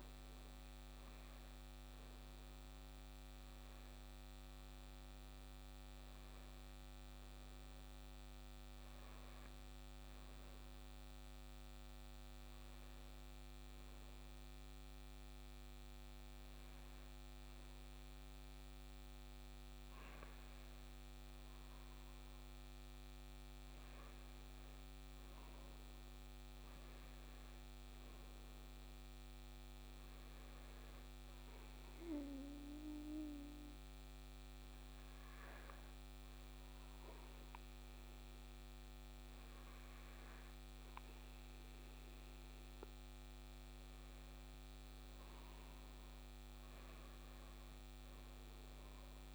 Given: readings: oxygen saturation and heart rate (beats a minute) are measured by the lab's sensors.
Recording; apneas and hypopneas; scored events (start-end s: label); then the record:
breathing in sleep, hard to hear, by a microphone on the trachea; 2
0.00-9.00 s: tachycardia (device-marked, heart rate 176 extreme)
9.50-12.50 s: arousal
14.50-24.50 s: hypopnea (oxygen 96% before, 94% lowest, heart rate 108 before, 62 extreme, up 14 after)
26.50-30.00 s: arousal
33.00-43.00 s: hypopnea (oxygen 97% before, 94% lowest, heart rate 70 before, 69 extreme, up 53 after)
42.00-49.35 s: tachycardia (device-marked, heart rate 75 before, 123 extreme)
44.50-49.00 s: arousal
From the record:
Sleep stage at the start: N2 (light sleep); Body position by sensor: on the back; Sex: male